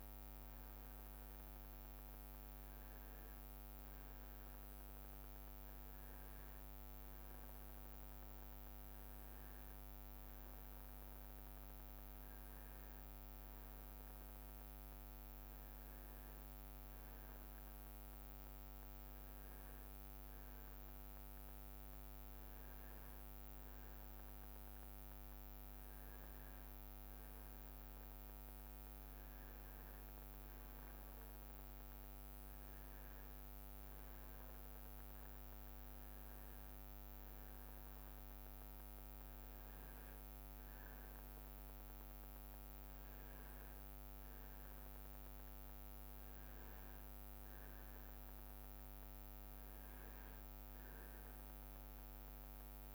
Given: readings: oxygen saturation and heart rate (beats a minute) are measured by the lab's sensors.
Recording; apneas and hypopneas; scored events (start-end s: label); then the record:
breathing in sleep, hard to hear, by a microphone on the trachea; none
28.50-52.95 s: new sleep stage, N2 (light sleep)
From the record:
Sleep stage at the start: N1 (lightest sleep); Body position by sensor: on the right side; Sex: male